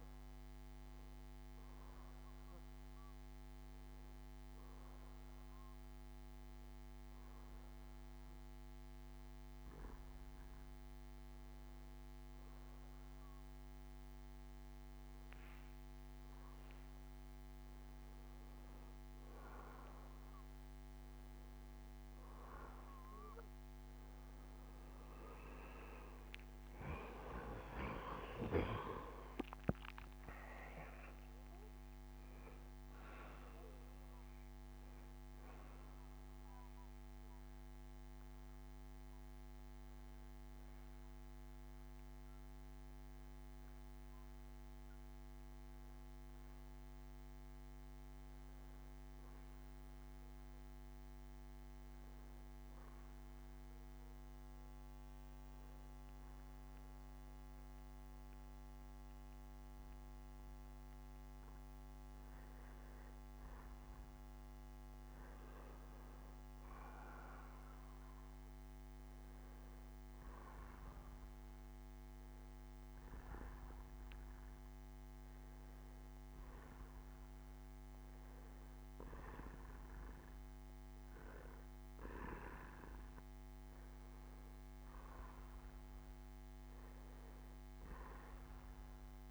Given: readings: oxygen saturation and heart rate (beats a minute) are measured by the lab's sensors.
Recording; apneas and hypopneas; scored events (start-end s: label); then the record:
breathing in sleep by a microphone on the trachea; 3
1.50-17.00 s: hypopnea (oxygen 94% before, 90% lowest, heart rate 72 before, 70 extreme, up 2 after)
19.00-49.00 s: oxygen desaturation (device-marked, oxygen 95% before, 90% lowest, heart rate 70 before, 60 extreme)
22.00-25.50 s: arousal
39.50-63.00 s: hypopnea (oxygen 95% before, 90% lowest, heart rate 73 before, 60 extreme, up 3 after)
57.00-89.31 s: new sleep stage, N2 (light sleep)
65.50-68.50 s: arousal
68.00-84.00 s: oxygen desaturation (device-marked, oxygen 96% before, 91% lowest, heart rate 68 before, 70 extreme)
72.50-85.00 s: hypopnea (oxygen 97% before, 90% lowest, heart rate 69 before, 70 extreme, up 1 after)
88.00-89.31 s: arousal
From the record:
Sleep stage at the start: N1 (lightest sleep); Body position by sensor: on the back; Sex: male